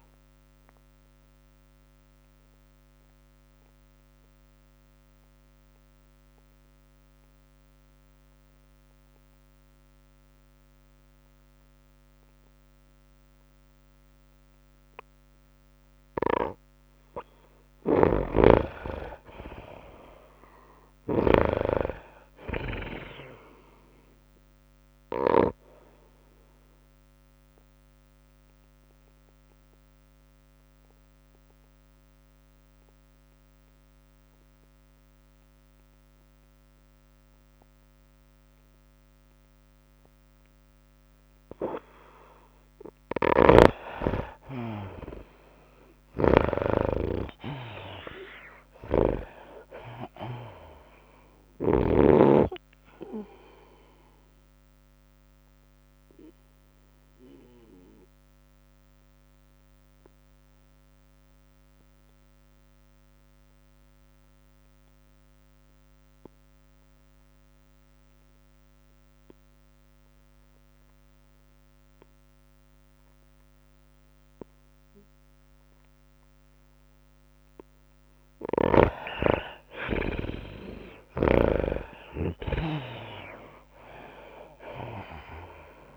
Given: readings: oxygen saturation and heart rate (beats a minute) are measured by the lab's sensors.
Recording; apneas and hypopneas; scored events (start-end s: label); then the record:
breathing in sleep by a microphone on the trachea; 3
0.00-3.50 s: tachycardia (device-marked, heart rate 105 extreme)
0.00-7.50 s: drop in pulse transit time (device-marked, heart rate 100 extreme)
0.00-13.50 s: oxygen desaturation (device-marked, oxygen 78% lowest, heart rate 91 extreme)
0.50-19.00 s: obstructive apnea (oxygen 99% before, 78% lowest, heart rate 96 before, 96 extreme, up 6 after)
18.50-22.50 s: snoring (device-marked)
20.50-24.00 s: arousal
22.50-33.50 s: tachycardia (device-marked, heart rate 99 before, 103 extreme)
22.50-36.50 s: oxygen desaturation (device-marked, oxygen 99% before, 83% lowest, heart rate 99 before, 97 extreme)
27.00-44.00 s: obstructive apnea (oxygen 99% before, 80% lowest, heart rate 98 before, 96 extreme, up 5 after)
42.50-63.50 s: oxygen desaturation (device-marked, oxygen 97% before, 83% lowest, heart rate 101 before, 93 extreme)
44.00-47.50 s: snoring (device-marked)
47.50-57.50 s: tachycardia (device-marked, heart rate 100 before, 104 extreme)
48.00-51.00 s: arousal
49.50-53.00 s: snoring (device-marked)
55.50-78.50 s: obstructive apnea (oxygen 97% before, 78% lowest, heart rate 100 before, 93 extreme, up 8 after)
71.50-85.97 s: oxygen desaturation (device-marked, oxygen 98% before, 80% lowest, heart rate 100 before, 75 extreme)
81.00-84.50 s: arousal
82.50-85.97 s: tachycardia (device-marked, heart rate 100 before, 105 extreme)
83.50-85.97 s: drop in pulse transit time (device-marked, heart rate 95 before, 98 extreme)
From the record:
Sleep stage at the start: N2 (light sleep); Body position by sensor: on the right side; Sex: female